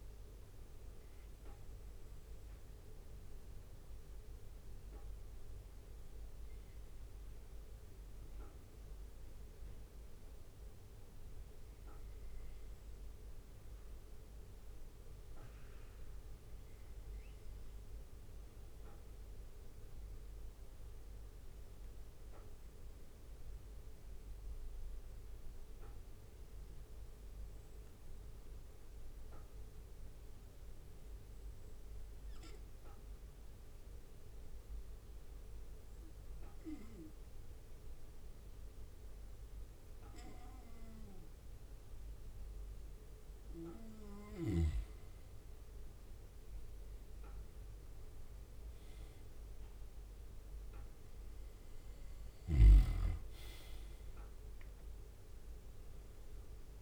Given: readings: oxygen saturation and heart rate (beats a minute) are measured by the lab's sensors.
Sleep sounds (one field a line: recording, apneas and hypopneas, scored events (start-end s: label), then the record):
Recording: breathing in sleep, hard to hear, by a room microphone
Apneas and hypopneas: 1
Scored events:
0.00-18.00 s: bradycardia (device-marked, heart rate 57 extreme)
20.00-44.00 s: bradycardia (device-marked, heart rate 59 before, 58 extreme)
21.50-42.00 s: obstructive apnea (oxygen 98% before, 94% lowest, heart rate 59 before, 58 extreme, up 2 after)
45.00-48.00 s: arousal
From the record:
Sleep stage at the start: N2 (light sleep)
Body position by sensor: on the back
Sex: male